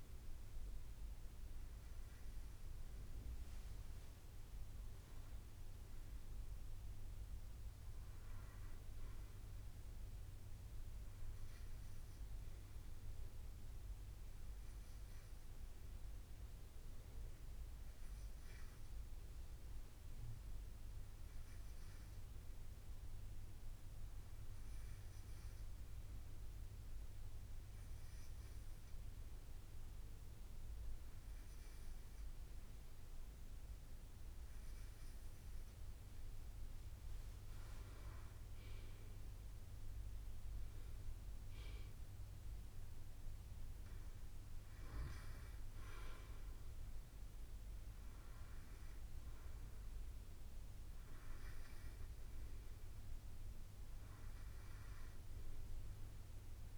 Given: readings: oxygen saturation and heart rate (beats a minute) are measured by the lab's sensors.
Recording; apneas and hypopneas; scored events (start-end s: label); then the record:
breathing in sleep, hard to hear, by a room microphone; 1
13.50-32.50 s: hypopnea (oxygen 99% before, 95% lowest, heart rate 66 before, 62 extreme, up 5 after)
35.00-49.00 s: drop in pulse transit time (device-marked, heart rate 63 before, 63 extreme)
36.00-40.50 s: arousal
From the record:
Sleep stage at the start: N2 (light sleep); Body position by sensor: on the right side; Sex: male